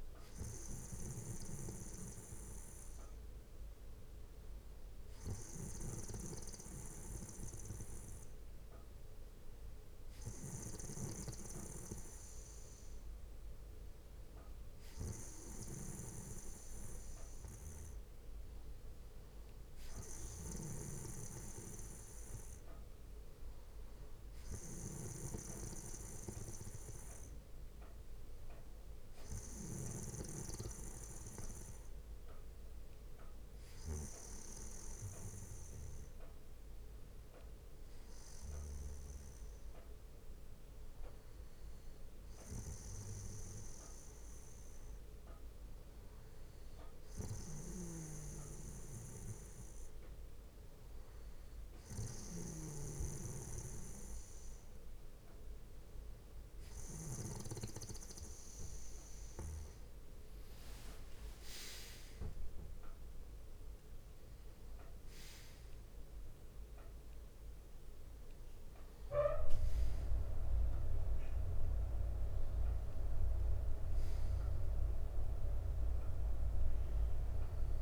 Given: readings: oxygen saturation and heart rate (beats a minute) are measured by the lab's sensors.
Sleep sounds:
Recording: breathing in sleep by a room microphone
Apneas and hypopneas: none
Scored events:
1.50-3.50 s: bradycardia (device-marked, heart rate 62 before, 58 extreme)
16.50-18.50 s: bradycardia (device-marked, heart rate 62 before, 58 extreme)
26.50-32.50 s: bradycardia (device-marked, heart rate 62 before, 48 extreme)
45.50-49.50 s: bradycardia (device-marked, heart rate 62 before, 55 extreme)
55.50-57.50 s: bradycardia (device-marked, heart rate 62 before, 60 extreme)
72.50-74.50 s: bradycardia (device-marked, heart rate 62 before, 59 extreme)
From the record:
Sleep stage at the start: N2 (light sleep)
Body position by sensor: on the back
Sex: male

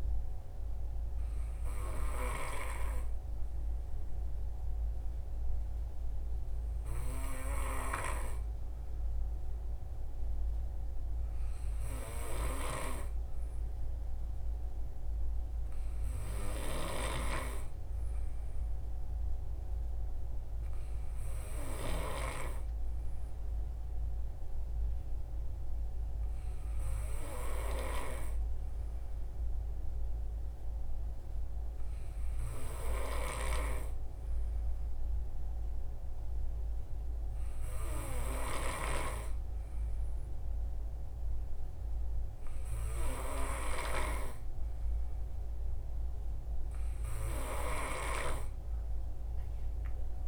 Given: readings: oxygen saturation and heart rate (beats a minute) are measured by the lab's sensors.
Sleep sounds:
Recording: breathing in sleep by a room microphone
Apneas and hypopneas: 1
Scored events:
4.00-14.00 s: obstructive apnea (oxygen 93% before, 90% lowest, heart rate 64 before, 63 extreme, up 3 after)
17.00-20.50 s: arousal
From the record:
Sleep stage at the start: N2 (light sleep)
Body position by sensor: on the right side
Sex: male

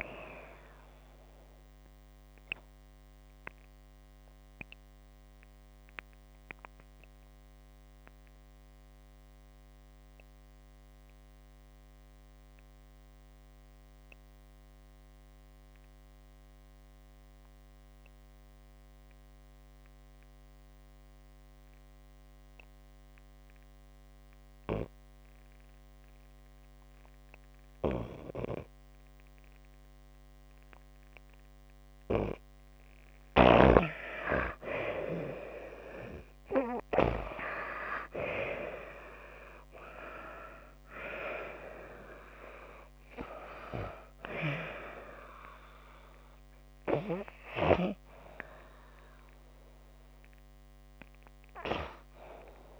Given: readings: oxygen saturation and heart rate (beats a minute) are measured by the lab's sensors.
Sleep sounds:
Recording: breathing in sleep by a microphone on the trachea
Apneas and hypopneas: 1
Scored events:
2.00-32.00 s: obstructive apnea (oxygen 97% before, 85% lowest)
10.00-33.00 s: oxygen desaturation (device-marked, oxygen 94% before, 85% lowest)
35.50-39.00 s: arousal
From the record:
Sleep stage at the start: N2 (light sleep)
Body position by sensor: on the back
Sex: female

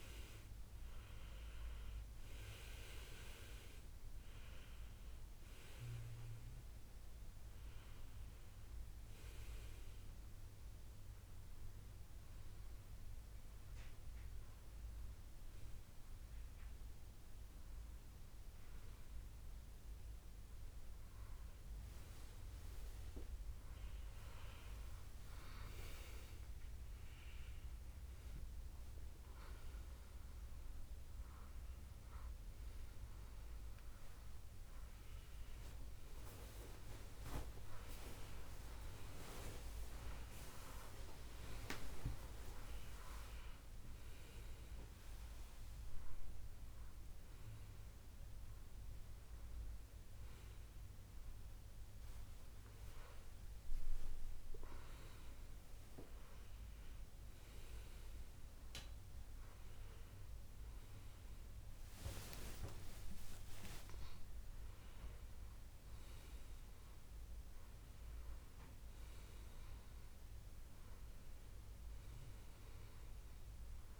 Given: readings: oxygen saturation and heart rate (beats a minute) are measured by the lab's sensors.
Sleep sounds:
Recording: breathing in sleep by a room microphone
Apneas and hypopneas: none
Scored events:
30.50-34.50 s: arousal
59.50-63.50 s: arousal
72.00-74.00 s: long interval between heartbeats (device-marked, heart rate 73 before, 73 extreme)
From the record:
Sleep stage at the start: N1 (lightest sleep)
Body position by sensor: on the back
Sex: male

